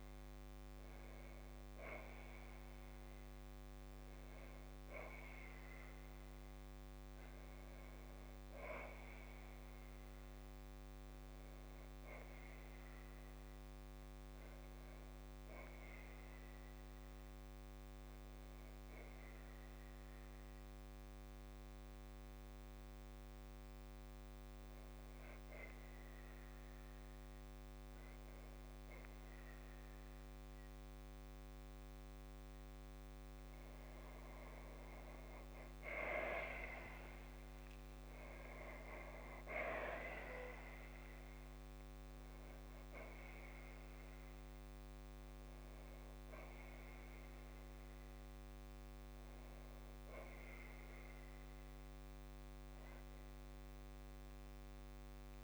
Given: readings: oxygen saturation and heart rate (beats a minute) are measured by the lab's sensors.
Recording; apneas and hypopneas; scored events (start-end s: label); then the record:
breathing in sleep by a microphone on the trachea; 1
8.00-21.50 s: hypopnea (oxygen 96% before, 94% lowest, heart rate 62 before, 58 extreme, up 1 after)
33.50-37.00 s: arousal
42.00-44.00 s: long interval between heartbeats (device-marked, heart rate 60 before, 75 extreme)
From the record:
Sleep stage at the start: N2 (light sleep); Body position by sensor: on the back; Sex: female